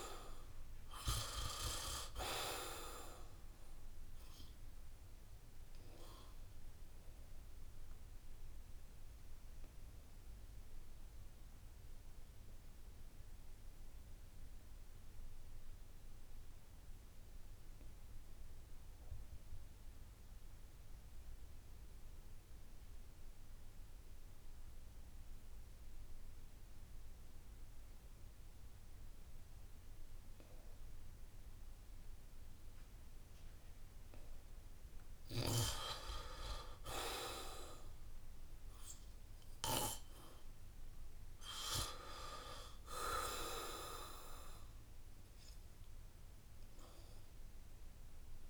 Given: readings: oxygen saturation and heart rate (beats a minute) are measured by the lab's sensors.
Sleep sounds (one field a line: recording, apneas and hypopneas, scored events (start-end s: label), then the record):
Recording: breathing in sleep by a room microphone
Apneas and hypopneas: 1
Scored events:
0.00-20.50 s: oxygen desaturation (device-marked, oxygen 77% lowest, heart rate 68 extreme)
8.00-35.50 s: obstructive apnea (oxygen 96% before, 77% lowest, heart rate 73 before, 67 extreme, up 6 after)
22.50-48.50 s: oxygen desaturation (device-marked, oxygen 97% before, 79% lowest, heart rate 71 before, 67 extreme)
38.50-42.00 s: arousal
From the record:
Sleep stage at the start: N2 (light sleep)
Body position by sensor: on the back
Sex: male